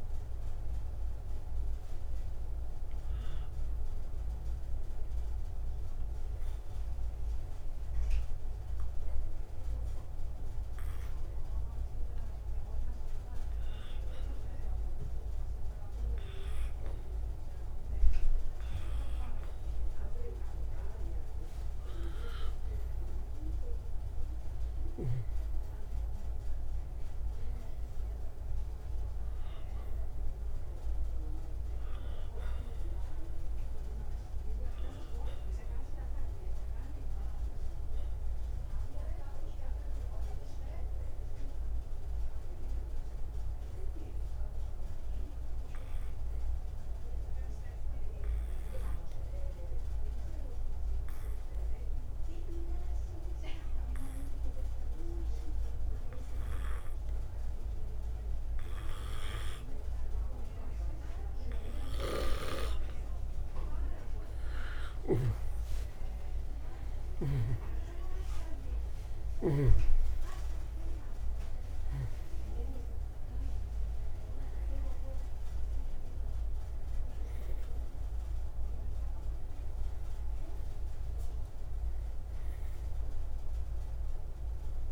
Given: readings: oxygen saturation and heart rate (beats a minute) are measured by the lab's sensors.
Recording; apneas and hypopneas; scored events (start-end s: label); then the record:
breathing in sleep by a room microphone; 2
0.00-18.00 s: oxygen desaturation (device-marked, oxygen 89% lowest, heart rate 85 extreme)
6.00-21.00 s: obstructive apnea (oxygen 95% before, 89% lowest, heart rate 121 before, 87 extreme, up 17 after)
25.00-30.00 s: arousal
36.50-61.50 s: obstructive apnea (oxygen 98% before, 87% lowest, heart rate 111 before, 78 extreme, up 56 after)
65.00-70.00 s: snoring (device-marked)
67.00-72.00 s: arousal
73.00-84.92 s: oxygen desaturation (device-marked, oxygen 96% before, 87% lowest, heart rate 142 before, 44 extreme)
From the record:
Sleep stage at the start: N2 (light sleep); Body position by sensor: on the right side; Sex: male